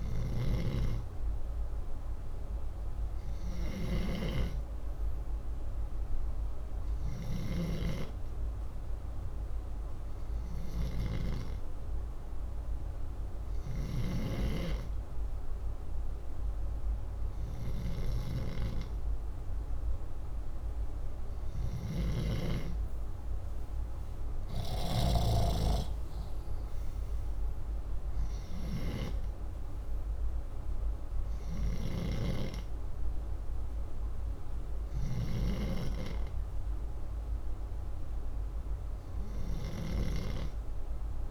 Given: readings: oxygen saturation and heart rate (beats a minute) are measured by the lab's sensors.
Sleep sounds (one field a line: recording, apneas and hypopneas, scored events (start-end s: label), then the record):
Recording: breathing in sleep by a room microphone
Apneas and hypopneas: none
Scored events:
0.00-1.50 s: arousal
19.50-37.50 s: oxygen desaturation (device-marked, oxygen 96% before, 92% lowest, heart rate 64 before, 64 extreme)
31.50-35.00 s: snoring (device-marked)
From the record:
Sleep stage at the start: N2 (light sleep)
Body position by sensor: upright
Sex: male